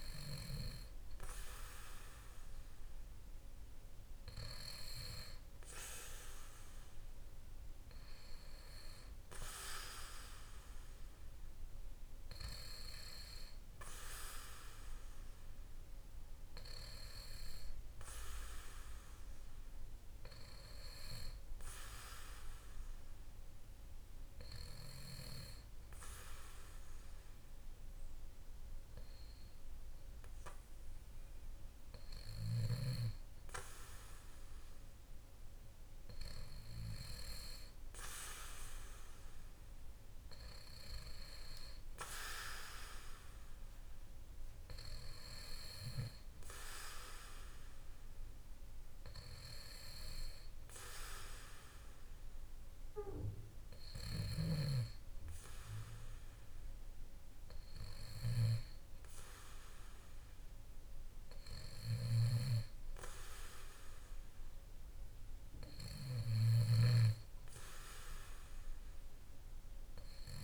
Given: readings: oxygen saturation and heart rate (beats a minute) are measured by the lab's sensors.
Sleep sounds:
breathing in sleep by a room microphone; 1
23.50-37.00 s: hypopnea (oxygen 95% before, 93% lowest, heart rate 57 before, 54 extreme, up 4 after)
38.50-42.50 s: arousal
62.00-70.44 s: snoring (device-marked)
From the record:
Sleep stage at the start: N2 (light sleep); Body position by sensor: on the back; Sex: male

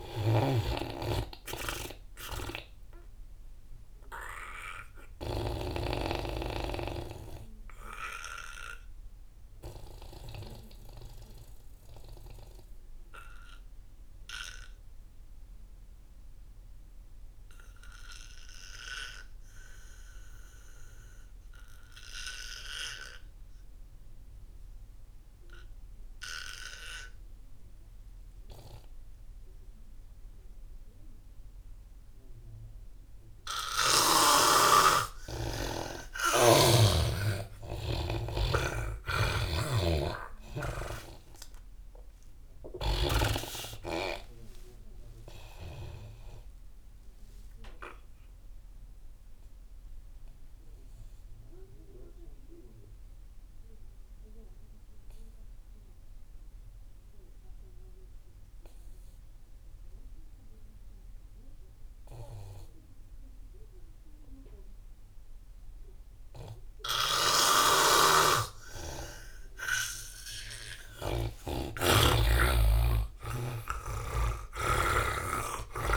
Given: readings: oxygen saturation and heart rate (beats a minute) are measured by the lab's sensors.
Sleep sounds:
breathing in sleep by a room microphone; 2
0.00-18.00 s: oxygen desaturation (device-marked, oxygen 85% lowest)
0.50-6.50 s: snoring (device-marked)
4.00-35.50 s: obstructive apnea (oxygen 99% before, 82% lowest)
29.00-59.00 s: oxygen desaturation (device-marked, oxygen 98% before, 82% lowest)
36.50-42.00 s: arousal
39.50-43.50 s: snoring (device-marked)
48.00-70.00 s: obstructive apnea (oxygen 98% before, 82% lowest)
67.00-75.97 s: oxygen desaturation (device-marked, oxygen 99% before, 83% lowest)
68.00-75.00 s: snoring (device-marked)
71.50-75.97 s: arousal
From the record:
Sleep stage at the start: N2 (light sleep); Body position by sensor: on the back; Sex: male

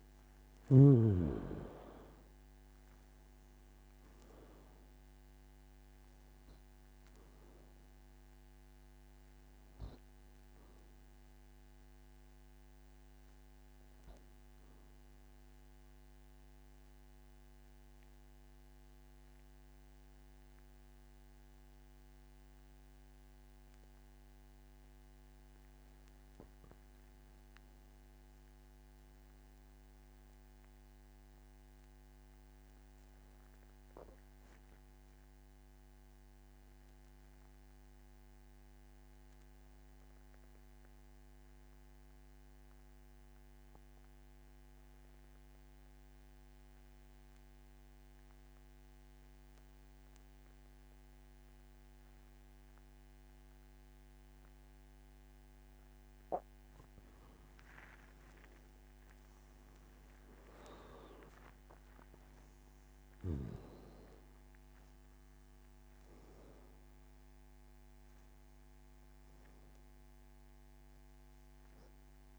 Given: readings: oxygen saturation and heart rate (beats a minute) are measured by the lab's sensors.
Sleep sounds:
breathing in sleep by a microphone on the trachea; 1
0.00-1.00 s: long interval between heartbeats (device-marked, heart rate 70 extreme)
0.00-2.00 s: arousal
0.00-32.50 s: oxygen desaturation (device-marked, oxygen 85% lowest, heart rate 48 extreme)
29.50-56.00 s: obstructive apnea (oxygen 94% before, 87% lowest, heart rate 54 before, 49 extreme, up 56 after)
56.50-72.39 s: oxygen desaturation (device-marked, oxygen 98% before, 87% lowest, heart rate 55 before, 46 extreme)
57.50-62.50 s: tachycardia (device-marked, heart rate 59 before, 106 extreme)
59.00-64.00 s: arousal
59.50-61.50 s: long interval between heartbeats (device-marked, heart rate 57 before, 96 extreme)
From the record:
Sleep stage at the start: N2 (light sleep); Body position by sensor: on the back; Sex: male

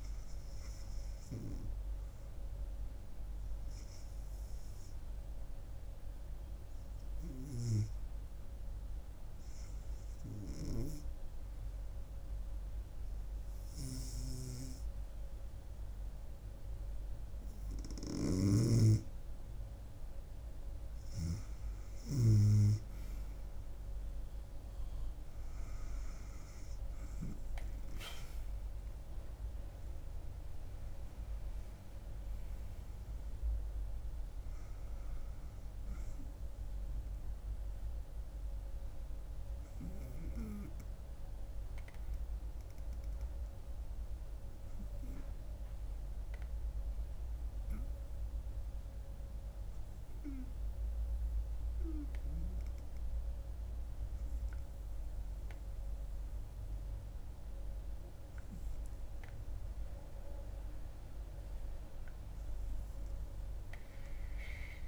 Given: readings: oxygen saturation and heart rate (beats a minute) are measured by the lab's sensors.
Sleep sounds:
breathing in sleep by a room microphone; 1
0.00-17.50 s: oxygen desaturation (device-marked, oxygen 89% lowest, heart rate 78 extreme)
7.00-18.00 s: hypopnea (oxygen 97% before, 89% lowest, heart rate 77 before, 79 extreme, up 4 after)
22.00-26.00 s: arousal
From the record:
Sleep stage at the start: REM sleep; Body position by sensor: on the back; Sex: female

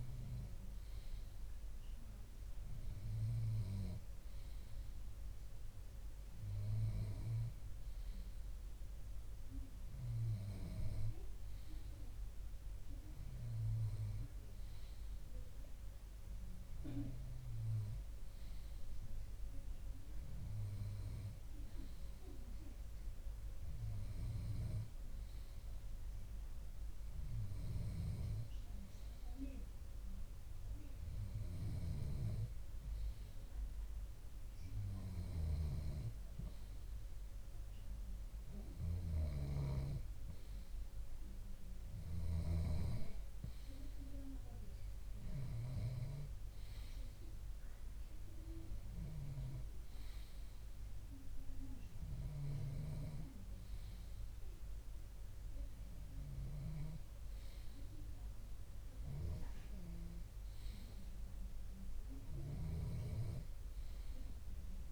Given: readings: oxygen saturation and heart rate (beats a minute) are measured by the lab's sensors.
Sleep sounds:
breathing in sleep by a room microphone; none
35.50-43.00 s: snoring (device-marked)
From the record:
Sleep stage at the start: N2 (light sleep); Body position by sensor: on the left side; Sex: male

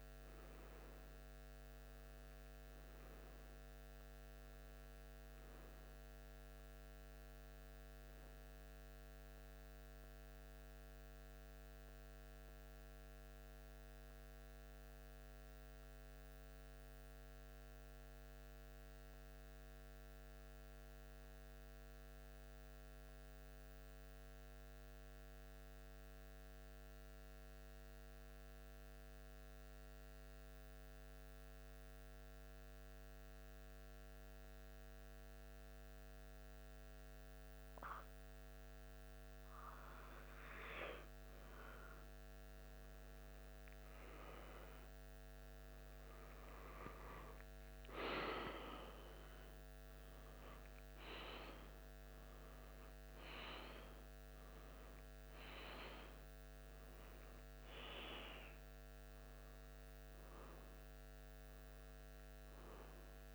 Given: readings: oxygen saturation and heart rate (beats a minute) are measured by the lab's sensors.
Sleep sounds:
breathing in sleep by a microphone on the trachea; 1
0.00-9.50 s: oxygen desaturation (device-marked, oxygen 92% lowest, heart rate 75 extreme)
12.00-39.00 s: mixed apnea (oxygen 94% before, 92% lowest, heart rate 76 before, 72 extreme, up 4 after)
40.00-44.00 s: arousal
50.50-60.50 s: oxygen desaturation (device-marked, oxygen 95% before, 92% lowest, heart rate 76 before, 75 extreme)
From the record:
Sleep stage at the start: N1 (lightest sleep); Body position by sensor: on the back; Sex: male

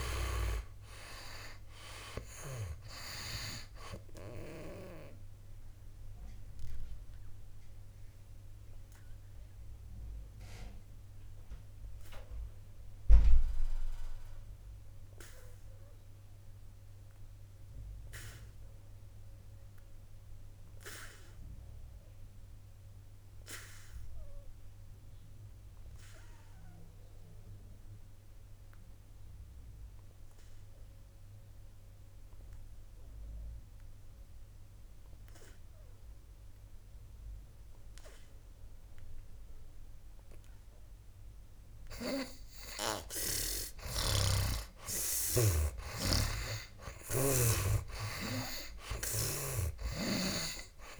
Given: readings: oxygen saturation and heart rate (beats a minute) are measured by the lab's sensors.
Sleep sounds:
breathing in sleep by a room microphone; 1
0.00-25.50 s: oxygen desaturation (device-marked, oxygen 87% lowest, heart rate 61 extreme)
6.00-41.50 s: obstructive apnea (oxygen 99% before, 81% lowest, heart rate 66 before, 61 extreme, up 9 after)
36.50-51.00 s: oxygen desaturation (device-marked, oxygen 99% before, 84% lowest, heart rate 65 before, 59 extreme)
45.50-50.00 s: snoring (device-marked)
46.50-51.00 s: arousal
From the record:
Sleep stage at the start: N2 (light sleep); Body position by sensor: on the back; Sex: male

